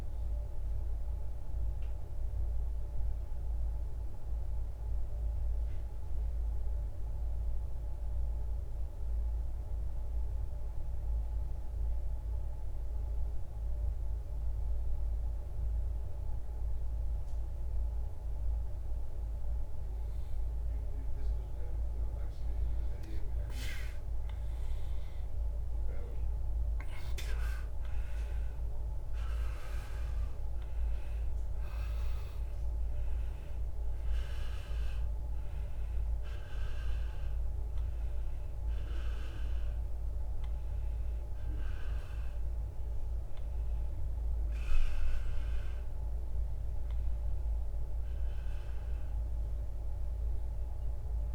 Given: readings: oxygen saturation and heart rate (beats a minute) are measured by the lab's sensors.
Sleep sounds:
a person awake in a sleep study, hard to hear, by a room microphone; none
30.00-51.34 s: new sleep stage, N1 (lightest sleep)
39.00-51.34 s: oxygen desaturation (device-marked, oxygen 95% before, 85% lowest, heart rate 71 before, 60 extreme)
From the record:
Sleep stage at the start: awake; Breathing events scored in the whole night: 201 in 3.8 hours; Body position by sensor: on the back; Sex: male

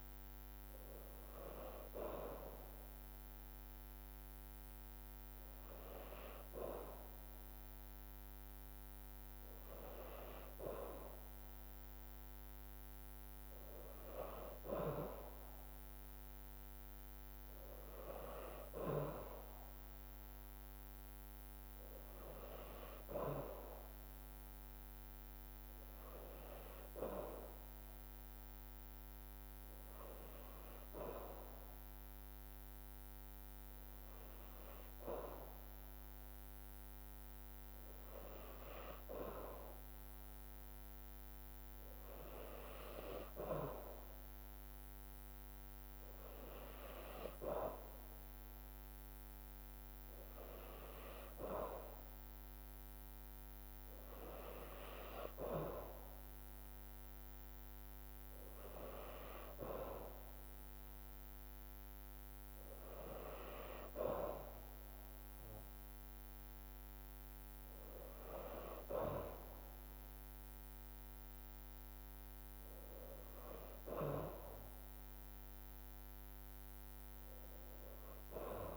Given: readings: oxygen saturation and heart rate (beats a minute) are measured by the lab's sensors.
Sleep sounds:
breathing in sleep by a microphone on the trachea; none
58.00-73.00 s: drop in pulse transit time (device-marked, heart rate 53 before, 53 extreme)
From the record:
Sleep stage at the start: N2 (light sleep); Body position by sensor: on the back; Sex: female

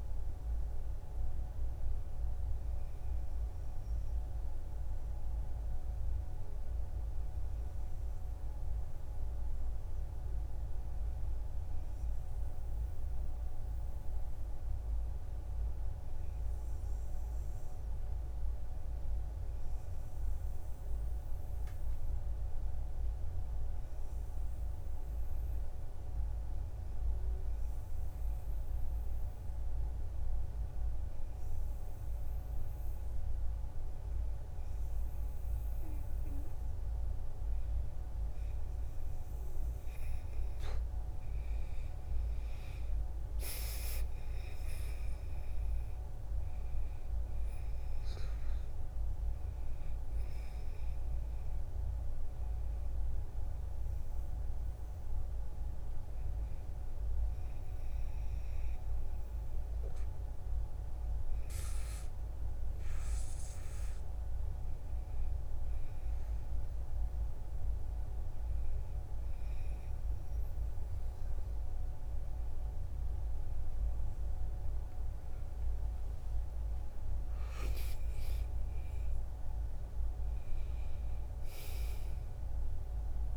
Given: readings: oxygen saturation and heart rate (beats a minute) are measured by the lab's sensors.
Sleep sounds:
breathing in sleep, hard to hear, by a room microphone; 2
1.50-5.00 s: arousal
8.50-35.50 s: hypopnea (oxygen 94% before, 90% lowest, heart rate 61 before, 61 extreme, up 4 after)
24.50-61.50 s: oxygen desaturation (device-marked, oxygen 93% before, 90% lowest, heart rate 61 before, 62 extreme)
41.50-46.50 s: arousal
55.00-74.00 s: hypopnea (oxygen 92% before, 90% lowest, heart rate 66 before, 59 extreme, up 7 after)
76.00-80.00 s: arousal
From the record:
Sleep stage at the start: N2 (light sleep); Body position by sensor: on the right side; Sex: male

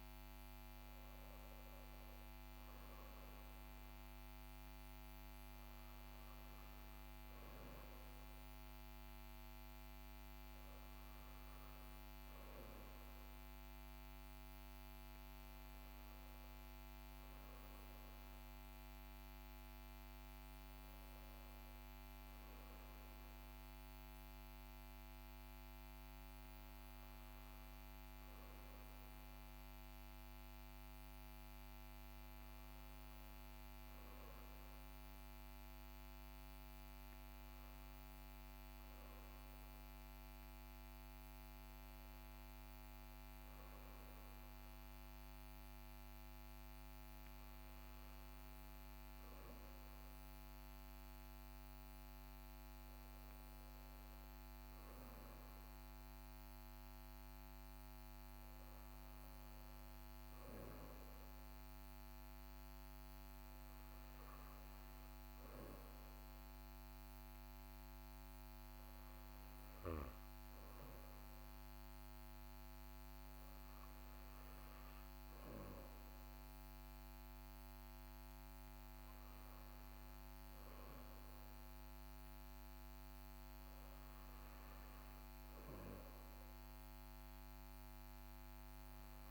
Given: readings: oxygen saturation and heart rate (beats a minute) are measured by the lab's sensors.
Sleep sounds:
breathing in sleep, hard to hear, by a microphone on the trachea; none
none scored
From the record:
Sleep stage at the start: N2 (light sleep); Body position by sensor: on the back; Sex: male

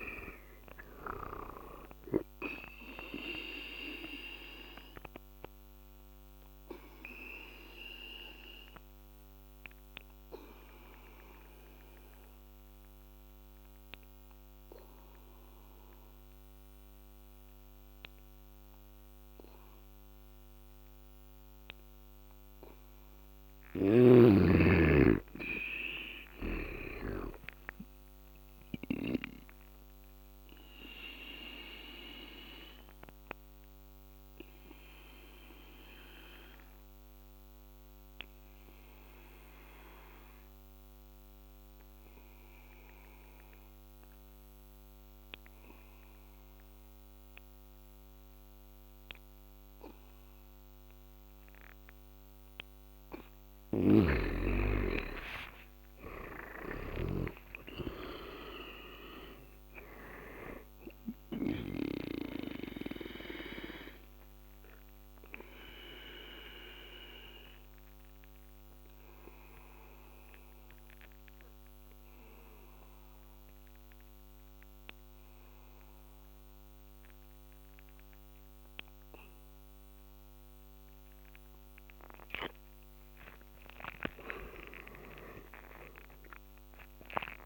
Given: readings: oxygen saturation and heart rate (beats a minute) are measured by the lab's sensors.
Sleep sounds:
breathing in sleep by a microphone on the trachea; 3
1.50-23.50 s: oxygen desaturation (device-marked, oxygen 95% before, 86% lowest, heart rate 80 before, 75 extreme)
3.50-21.00 s: obstructive apnea (oxygen 96% before, 85% lowest, heart rate 81 before, 76 extreme, up 8 after)
23.50-27.00 s: arousal
31.50-51.50 s: obstructive apnea (oxygen 98% before, 85% lowest, heart rate 80 before, 74 extreme, up 23 after)
32.50-50.50 s: oxygen desaturation (device-marked, oxygen 98% before, 88% lowest, heart rate 80 before, 74 extreme)
52.50-70.50 s: oxygen desaturation (device-marked, oxygen 98% before, 87% lowest, heart rate 79 before, 79 extreme)
54.00-59.00 s: arousal
57.00-59.00 s: long interval between heartbeats (device-marked, heart rate 78 before, 93 extreme)
62.50-82.00 s: obstructive apnea (oxygen 98% before, 85% lowest, heart rate 83 before, 79 extreme, up 13 after)
77.50-83.50 s: oxygen desaturation (device-marked, oxygen 91% before, 85% lowest, heart rate 85 before, 82 extreme)
83.50-87.46 s: arousal
From the record:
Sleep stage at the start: N2 (light sleep); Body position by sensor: on the back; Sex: male

